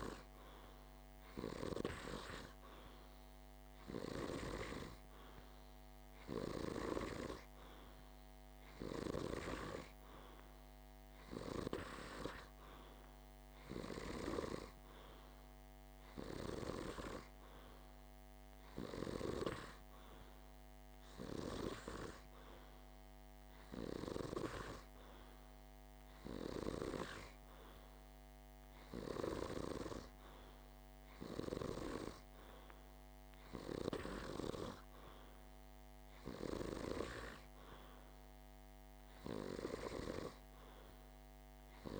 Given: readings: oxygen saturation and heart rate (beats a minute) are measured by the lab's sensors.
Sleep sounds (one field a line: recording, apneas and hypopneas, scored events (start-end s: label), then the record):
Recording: breathing in sleep by a microphone on the trachea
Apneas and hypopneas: none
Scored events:
none scored
From the record:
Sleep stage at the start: N2 (light sleep)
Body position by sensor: on the back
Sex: male